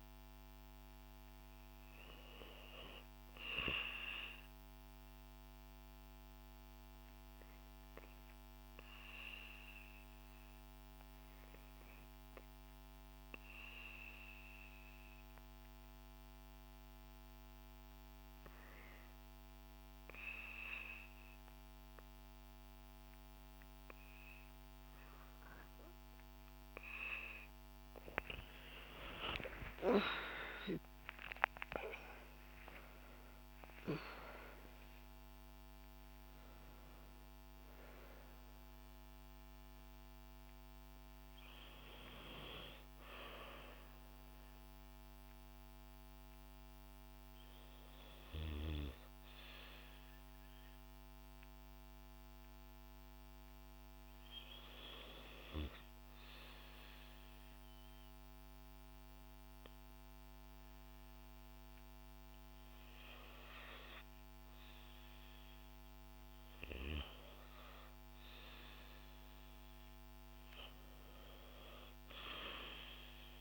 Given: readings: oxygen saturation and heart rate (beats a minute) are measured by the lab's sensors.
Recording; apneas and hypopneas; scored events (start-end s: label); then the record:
breathing in sleep by a microphone on the trachea; 2
4.00-24.00 s: obstructive apnea (oxygen 98% before, 91% lowest, heart rate 63 before, 58 extreme, up 28 after)
23.00-53.00 s: oxygen desaturation (device-marked, oxygen 97% before, 91% lowest, heart rate 58 before, 57 extreme)
27.50-32.50 s: arousal
46.00-64.50 s: hypopnea (oxygen 96% before, 91% lowest, heart rate 75 before, 57 extreme, up 1 after)
65.00-69.00 s: arousal
70.00-73.41 s: oxygen desaturation (device-marked, oxygen 98% before, 94% lowest, heart rate 58 before, 60 extreme)
From the record:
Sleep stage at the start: REM sleep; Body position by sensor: on the back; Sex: female